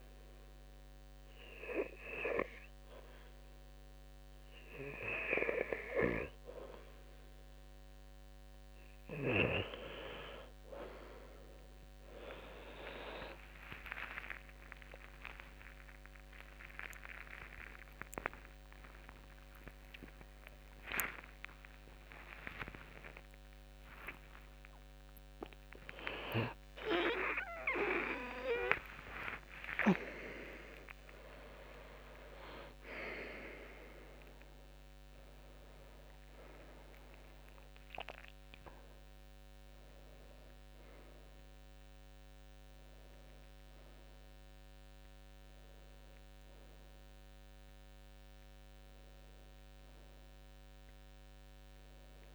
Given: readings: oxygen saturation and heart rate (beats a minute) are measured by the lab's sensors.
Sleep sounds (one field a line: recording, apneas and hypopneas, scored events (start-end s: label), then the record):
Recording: a person awake in a sleep study, by a microphone on the trachea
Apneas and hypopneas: none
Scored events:
4.50-34.50 s: new sleep stage, awake
34.50-52.35 s: new sleep stage, N1 (lightest sleep)
From the record:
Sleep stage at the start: REM sleep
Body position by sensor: on the back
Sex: male